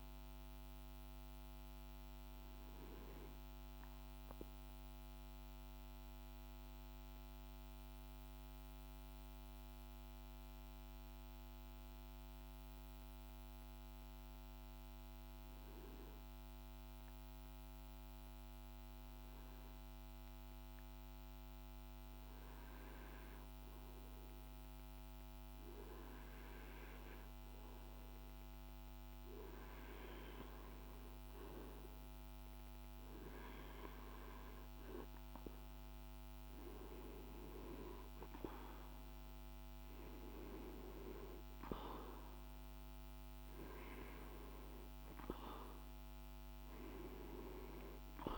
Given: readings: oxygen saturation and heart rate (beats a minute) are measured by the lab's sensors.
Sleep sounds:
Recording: breathing in sleep by a microphone on the trachea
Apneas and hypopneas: 1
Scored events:
0.00-5.00 s: oxygen desaturation (device-marked, oxygen 92% lowest, heart rate 48 extreme)
0.50-29.00 s: obstructive apnea (oxygen 98% before, 92% lowest, heart rate 53 before, 49 extreme, up 1 after)
26.00-48.38 s: oxygen desaturation (device-marked, oxygen 99% before, 92% lowest, heart rate 50 before, 51 extreme)
30.50-34.50 s: arousal
From the record:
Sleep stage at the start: REM sleep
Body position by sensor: on the back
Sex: male

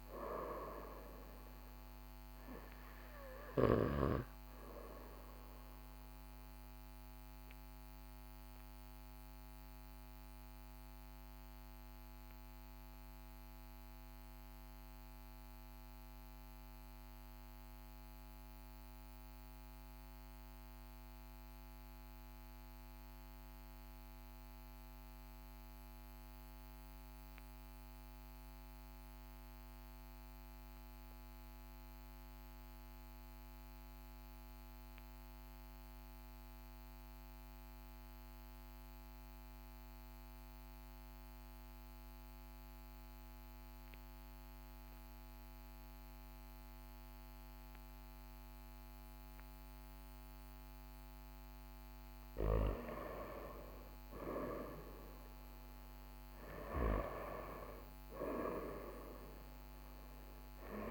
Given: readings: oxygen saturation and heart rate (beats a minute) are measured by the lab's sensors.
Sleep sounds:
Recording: breathing in sleep by a microphone on the trachea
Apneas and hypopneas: 1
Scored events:
2.50-21.50 s: oxygen desaturation (device-marked, oxygen 96% before, 92% lowest, heart rate 42 before, 39 extreme)
7.50-51.00 s: obstructive apnea (oxygen 97% before, 91% lowest, heart rate 42 before, 39 extreme, up 3 after)
53.50-58.00 s: arousal
From the record:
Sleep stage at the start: N2 (light sleep)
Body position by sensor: on the back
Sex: male

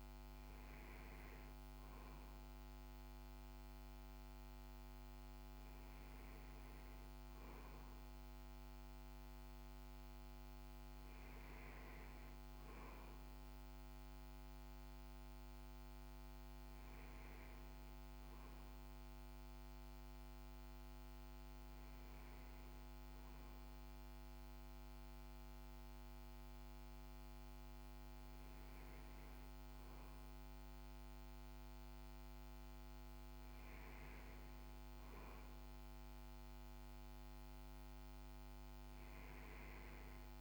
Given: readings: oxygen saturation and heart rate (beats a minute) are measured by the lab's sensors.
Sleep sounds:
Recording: breathing in sleep, hard to hear, by a microphone on the trachea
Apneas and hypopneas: none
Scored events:
none scored
From the record:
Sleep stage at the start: N2 (light sleep)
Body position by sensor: on the back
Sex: male

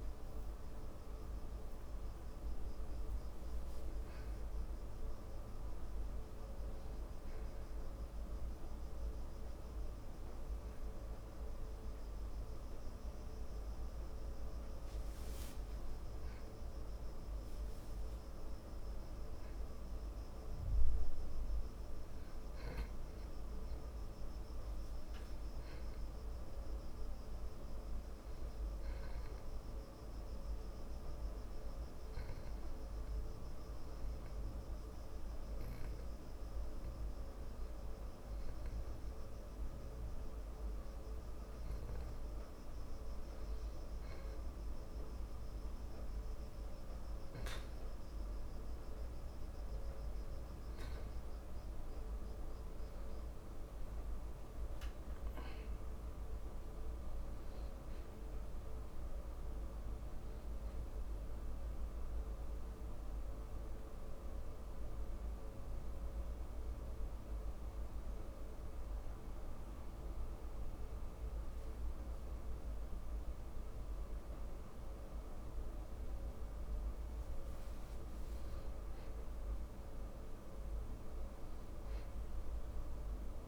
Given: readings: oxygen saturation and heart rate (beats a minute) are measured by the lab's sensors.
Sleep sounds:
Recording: a person partly awake in a sleep study, hard to hear, by a room microphone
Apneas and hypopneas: 2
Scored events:
3.00-33.00 s: new sleep stage, N1 (lightest sleep)
31.00-43.50 s: hypopnea (oxygen 97% before, 93% lowest)
33.00-83.48 s: new sleep stage, N2 (light sleep)
46.00-49.50 s: arousal
62.00-73.50 s: hypopnea (oxygen 96% before, 93% lowest)
77.00-81.00 s: arousal
From the record:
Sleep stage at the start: awake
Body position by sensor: on the back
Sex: male

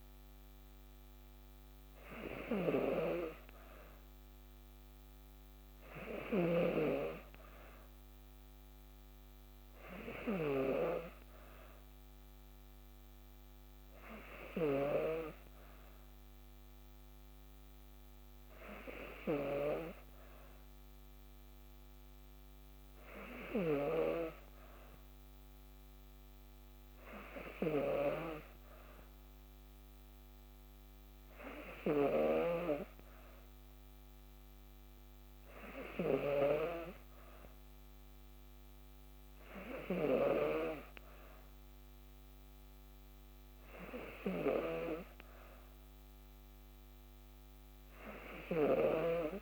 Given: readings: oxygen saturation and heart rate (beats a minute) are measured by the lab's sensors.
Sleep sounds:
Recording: breathing in sleep by a microphone on the trachea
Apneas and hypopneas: none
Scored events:
none scored
From the record:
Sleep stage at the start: N2 (light sleep)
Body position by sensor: on the back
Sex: female

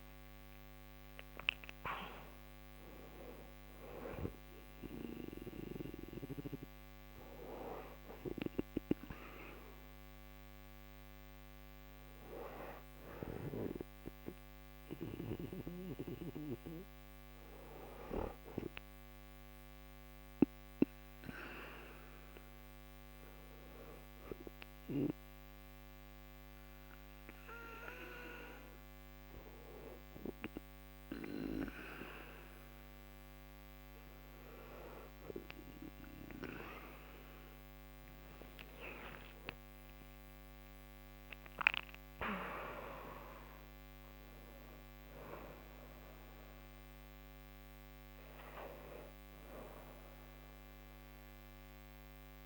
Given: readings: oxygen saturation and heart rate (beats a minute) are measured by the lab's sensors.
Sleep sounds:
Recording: breathing in sleep by a microphone on the trachea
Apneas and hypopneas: none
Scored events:
38.00-42.00 s: arousal
From the record:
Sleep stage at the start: N2 (light sleep)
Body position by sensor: on the back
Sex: female

